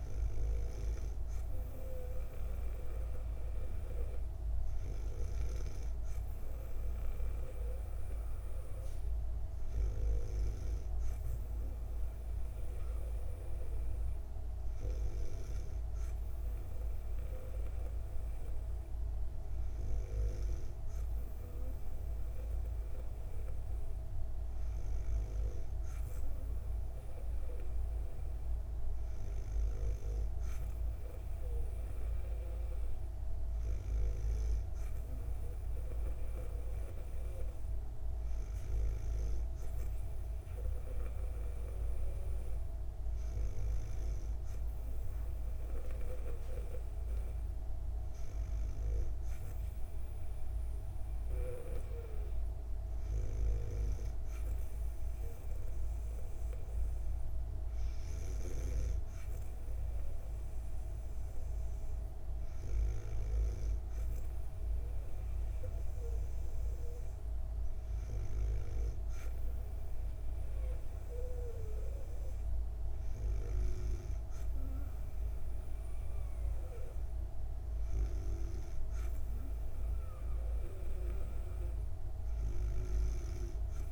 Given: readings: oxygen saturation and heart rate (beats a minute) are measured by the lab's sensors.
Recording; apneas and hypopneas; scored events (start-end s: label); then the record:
breathing in sleep by a room microphone; none
none scored
From the record:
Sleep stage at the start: N2 (light sleep); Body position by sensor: on the back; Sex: female